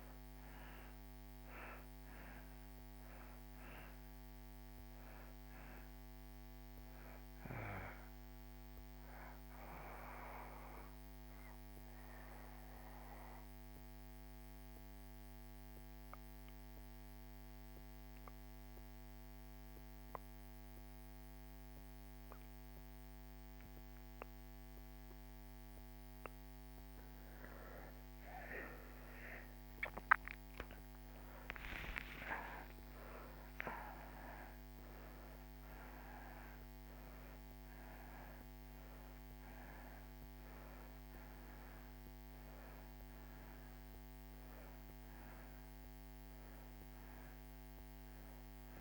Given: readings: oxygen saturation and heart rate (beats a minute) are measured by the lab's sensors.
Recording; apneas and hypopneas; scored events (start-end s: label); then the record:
breathing in sleep by a microphone on the trachea; 1
0.00-18.50 s: oxygen desaturation (device-marked, oxygen 78% lowest)
10.50-25.50 s: obstructive apnea (oxygen 96% before, 78% lowest)
29.00-33.00 s: arousal
36.50-48.81 s: new sleep stage, N1 (lightest sleep)
36.50-48.81 s: oxygen desaturation (device-marked, oxygen 97% before, 84% lowest)
From the record:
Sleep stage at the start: N2 (light sleep); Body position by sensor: on the back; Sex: male